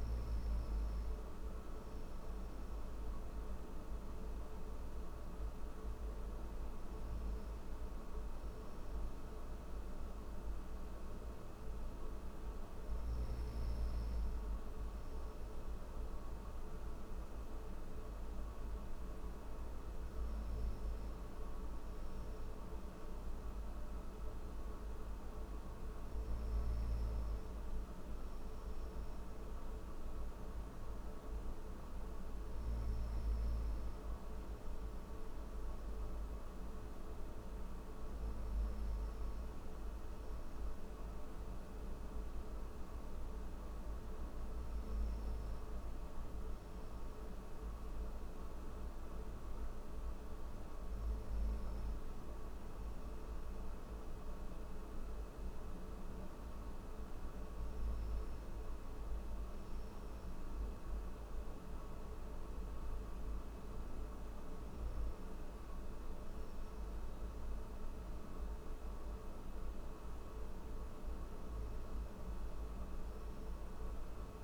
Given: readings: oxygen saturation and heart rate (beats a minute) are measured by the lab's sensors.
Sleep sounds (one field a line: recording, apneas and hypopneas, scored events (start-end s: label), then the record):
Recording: breathing in sleep, hard to hear, by a room microphone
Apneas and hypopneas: none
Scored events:
69.00-74.44 s: new sleep stage, N3 (deep sleep)
From the record:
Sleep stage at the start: N1 (lightest sleep)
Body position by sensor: on the back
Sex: male